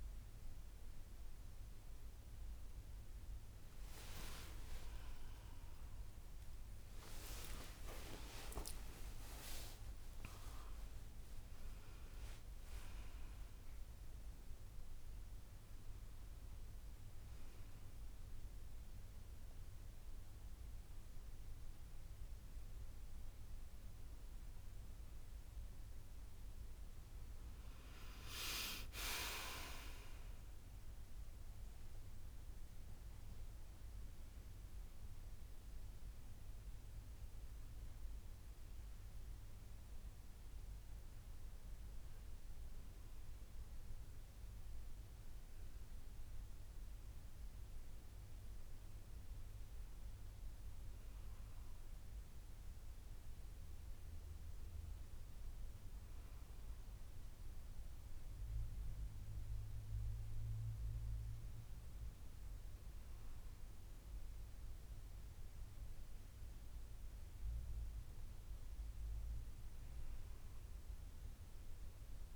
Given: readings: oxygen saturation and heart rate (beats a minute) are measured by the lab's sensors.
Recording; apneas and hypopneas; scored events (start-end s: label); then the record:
breathing in sleep by a room microphone; 1
4.00-9.00 s: arousal
30.50-40.50 s: central apnea (oxygen 98% before, 96% lowest, heart rate 61 before, 54 extreme, up 0 after)
42.50-46.00 s: arousal
From the record:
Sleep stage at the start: N1 (lightest sleep); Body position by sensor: on the back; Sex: female